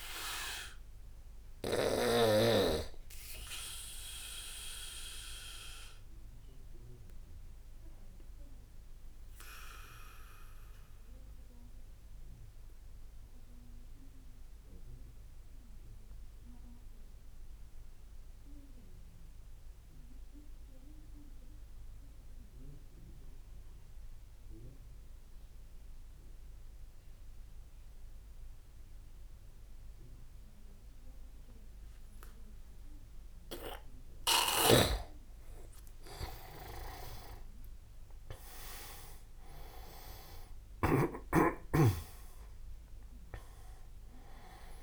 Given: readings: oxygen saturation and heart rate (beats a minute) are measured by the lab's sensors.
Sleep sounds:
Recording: breathing in sleep by a room microphone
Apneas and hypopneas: 1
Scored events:
0.00-20.00 s: oxygen desaturation (device-marked, oxygen 89% lowest)
0.50-32.50 s: obstructive apnea (oxygen 99% before, 89% lowest)
33.00-44.83 s: tachycardia (device-marked)
35.00-39.00 s: arousal
35.00-44.83 s: oxygen desaturation (device-marked, oxygen 97% before, 89% lowest)
38.50-40.50 s: leg movement (device-marked)
From the record:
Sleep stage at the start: N2 (light sleep)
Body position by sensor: on the back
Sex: male

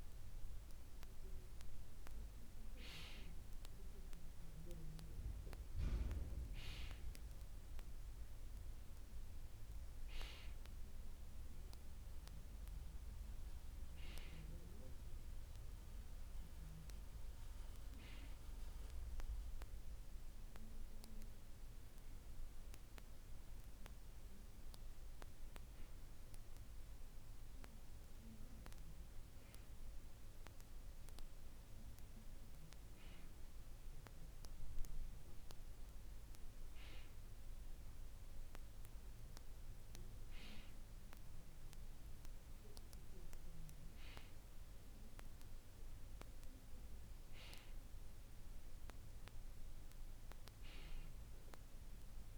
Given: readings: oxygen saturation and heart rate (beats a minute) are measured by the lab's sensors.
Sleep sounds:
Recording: breathing in sleep by a room microphone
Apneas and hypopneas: none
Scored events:
none scored
From the record:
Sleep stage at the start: N2 (light sleep)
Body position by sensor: on the back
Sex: male

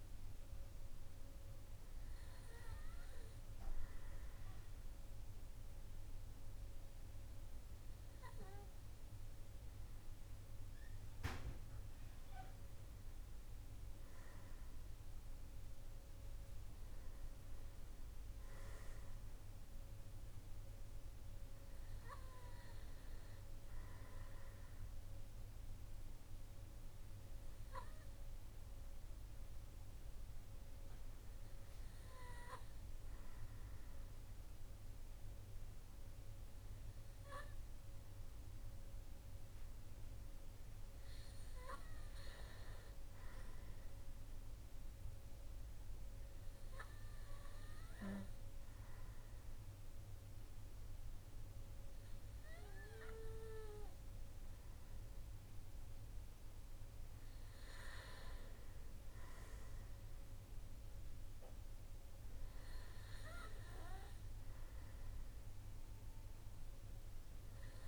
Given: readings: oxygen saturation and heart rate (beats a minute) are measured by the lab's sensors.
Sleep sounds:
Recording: breathing in sleep by a room microphone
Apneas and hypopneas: 1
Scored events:
24.50-40.00 s: obstructive apnea (oxygen 96% before, 95% lowest, heart rate 52 before, 50 extreme, up 2 after)
43.00-46.50 s: arousal
From the record:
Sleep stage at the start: N2 (light sleep)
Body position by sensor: on the right side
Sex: male

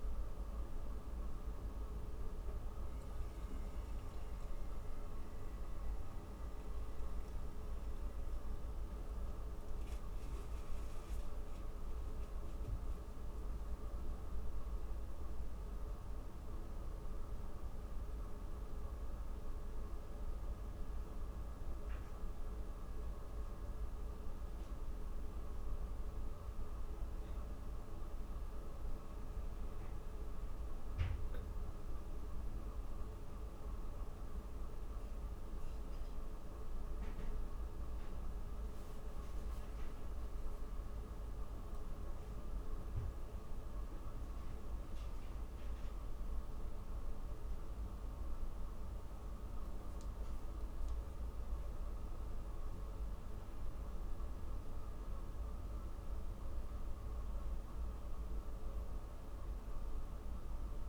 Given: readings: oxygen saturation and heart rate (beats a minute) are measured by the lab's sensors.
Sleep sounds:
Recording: breathing in sleep, hard to hear, by a room microphone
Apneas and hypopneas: none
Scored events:
none scored
From the record:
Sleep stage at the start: N2 (light sleep)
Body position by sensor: on the back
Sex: female

